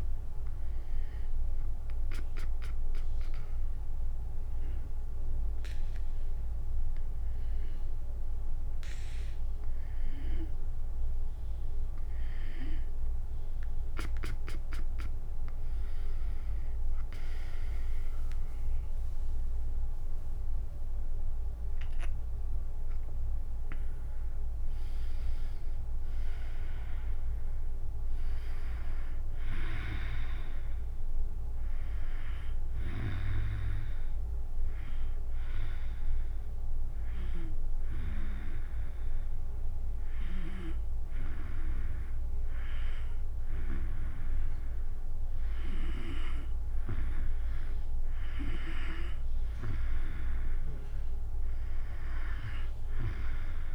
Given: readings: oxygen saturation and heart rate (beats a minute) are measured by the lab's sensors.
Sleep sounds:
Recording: breathing in sleep by a room microphone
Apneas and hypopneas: 2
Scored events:
3.00-13.50 s: hypopnea (oxygen 96% before, 93% lowest, heart rate 72 before, 66 extreme, up 15 after)
18.00-30.00 s: drop in pulse transit time (device-marked, heart rate 67 before, 70 extreme)
18.00-34.00 s: oxygen desaturation (device-marked, oxygen 96% before, 93% lowest, heart rate 67 before, 66 extreme)
19.50-23.50 s: arousal
37.00-47.00 s: hypopnea (oxygen 96% before, 93% lowest, heart rate 75 before, 62 extreme, up 5 after)
From the record:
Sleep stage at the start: N2 (light sleep)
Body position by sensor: on the back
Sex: female

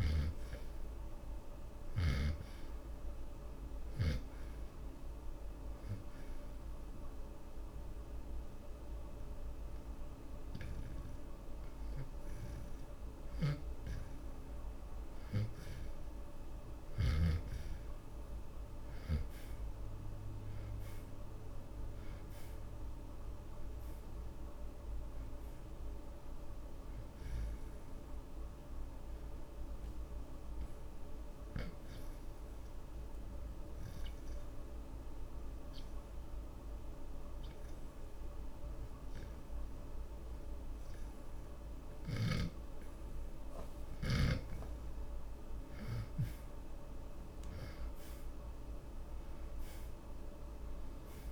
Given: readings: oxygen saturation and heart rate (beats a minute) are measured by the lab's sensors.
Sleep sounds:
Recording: breathing in sleep by a room microphone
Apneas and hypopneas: 2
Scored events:
0.00-1.00 s: arousal
0.00-4.50 s: snoring (device-marked)
1.00-17.00 s: oxygen desaturation (device-marked, oxygen 85% before, 74% lowest)
5.00-16.00 s: hypopnea (oxygen 85% before, 69% lowest)
13.50-17.50 s: snoring (device-marked)
19.50-24.00 s: arousal
29.00-43.00 s: oxygen desaturation (device-marked, oxygen 78% before, 69% lowest)
33.00-45.00 s: obstructive apnea (oxygen 83% before, 69% lowest)
48.00-51.32 s: arousal
48.00-51.32 s: oxygen desaturation (device-marked, oxygen 82% before, 69% lowest)
From the record:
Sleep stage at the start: N2 (light sleep)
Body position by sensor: on the back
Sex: male

